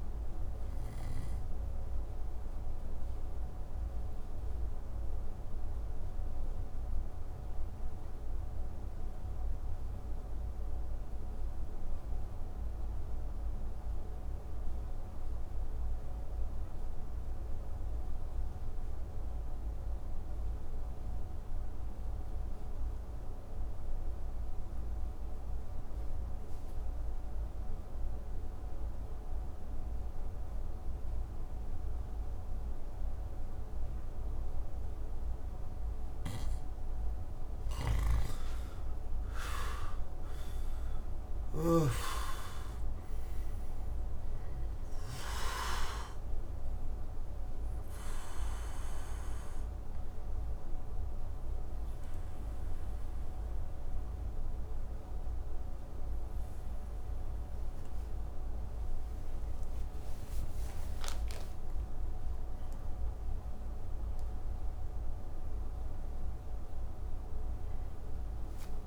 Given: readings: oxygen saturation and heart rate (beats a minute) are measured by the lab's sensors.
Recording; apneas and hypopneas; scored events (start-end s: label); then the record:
breathing in sleep, hard to hear, by a room microphone; 2
0.00-17.50 s: oxygen desaturation (device-marked, oxygen 81% lowest)
0.50-36.00 s: mixed apnea (oxygen 98% before, 78% lowest)
22.50-68.87 s: new sleep stage, REM sleep
29.50-68.87 s: oxygen desaturation (device-marked, oxygen 98% before, 78% lowest)
37.50-41.50 s: snoring (device-marked)
38.00-42.00 s: arousal
51.50-64.00 s: hypopnea (oxygen 97% before, 78% lowest)
66.00-68.87 s: arousal
From the record:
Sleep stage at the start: N2 (light sleep); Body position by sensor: on the back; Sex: male